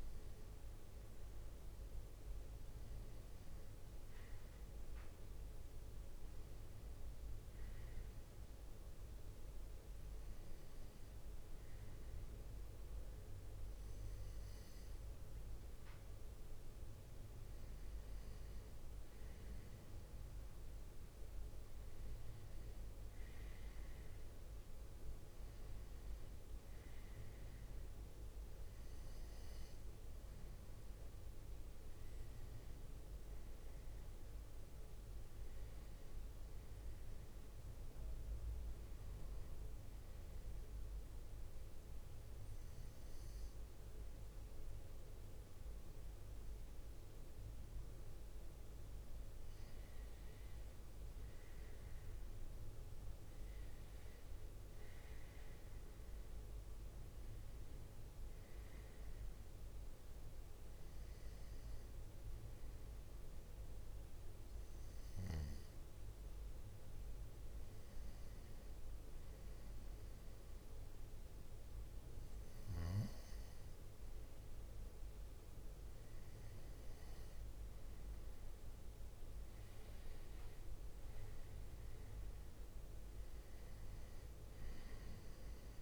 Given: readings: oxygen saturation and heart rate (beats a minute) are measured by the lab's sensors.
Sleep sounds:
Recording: breathing in sleep, hard to hear, by a room microphone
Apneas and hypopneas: 2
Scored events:
33.00-36.50 s: arousal
39.50-49.50 s: obstructive apnea (oxygen 96% before, 94% lowest, heart rate 67 before, 60 extreme, up 10 after)
51.00-55.50 s: arousal
60.00-72.00 s: hypopnea (oxygen 96% before, 94% lowest, heart rate 66 before, 60 extreme, up 4 after)
77.00-81.50 s: arousal
From the record:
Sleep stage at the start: N2 (light sleep)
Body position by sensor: on the right side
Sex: male

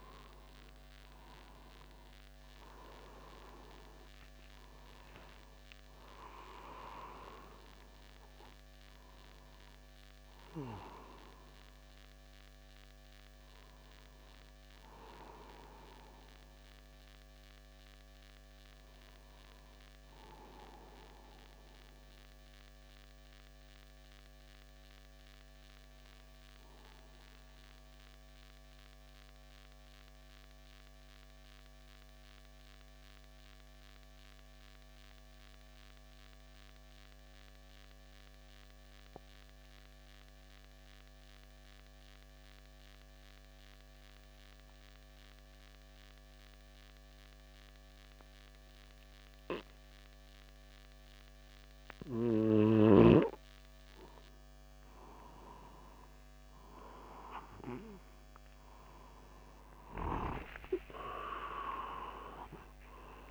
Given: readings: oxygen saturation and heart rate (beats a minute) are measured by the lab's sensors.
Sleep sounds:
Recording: breathing in sleep by a microphone on the trachea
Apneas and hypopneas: 1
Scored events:
3.50-8.00 s: arousal
27.50-53.50 s: mixed apnea (oxygen 98% before, 93% lowest, heart rate 51 before, 49 extreme, up 21 after)
28.50-45.50 s: oxygen desaturation (device-marked, oxygen 97% before, 93% lowest, heart rate 51 before, 49 extreme)
51.50-63.31 s: new sleep stage, awake
60.00-62.00 s: long interval between heartbeats (device-marked, heart rate 49 before, 61 extreme)
From the record:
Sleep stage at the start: N2 (light sleep)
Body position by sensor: upright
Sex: male

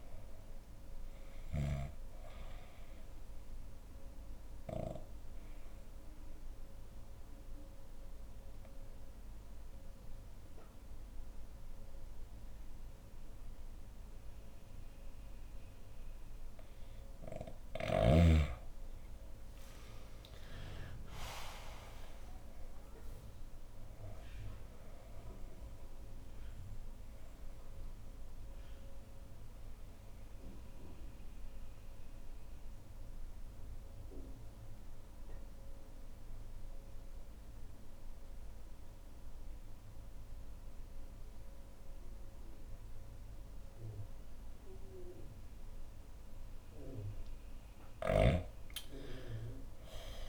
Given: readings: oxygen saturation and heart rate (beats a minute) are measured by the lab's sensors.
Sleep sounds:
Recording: breathing in sleep by a room microphone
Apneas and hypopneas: 2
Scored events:
2.50-16.50 s: obstructive apnea (oxygen 97% before, 90% lowest, heart rate 73 before, 54 extreme, up 16 after)
5.00-13.00 s: bradycardia (device-marked, heart rate 75 before, 58 extreme)
19.00-23.50 s: arousal
24.00-43.00 s: oxygen desaturation (device-marked, oxygen 96% before, 90% lowest, heart rate 63 before, 54 extreme)
26.50-46.00 s: obstructive apnea (oxygen 96% before, 90% lowest, heart rate 63 before, 54 extreme, up 17 after)
29.00-40.00 s: bradycardia (device-marked, heart rate 75 before, 54 extreme)
From the record:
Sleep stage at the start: N2 (light sleep)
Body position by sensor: on the left side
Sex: female

